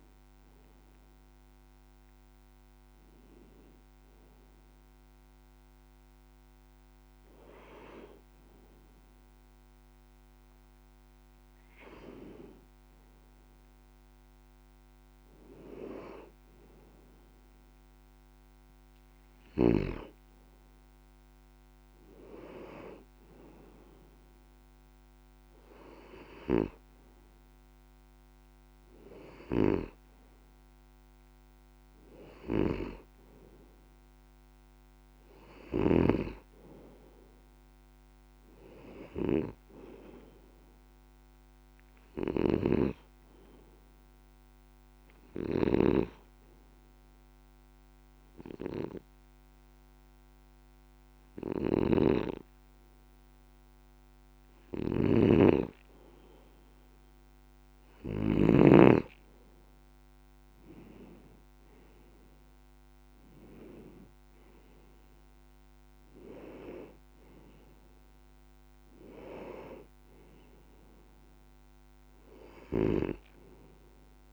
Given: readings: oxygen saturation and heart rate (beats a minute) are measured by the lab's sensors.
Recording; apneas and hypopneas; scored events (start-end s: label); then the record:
breathing in sleep by a microphone on the trachea; 1
20.50-74.33 s: new sleep stage, N2 (light sleep)
29.00-58.00 s: snoring (device-marked)
42.50-56.00 s: hypopnea (oxygen 99% before, 92% lowest)
59.50-63.50 s: arousal
From the record:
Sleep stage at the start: N1 (lightest sleep); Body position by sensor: on the left side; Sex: male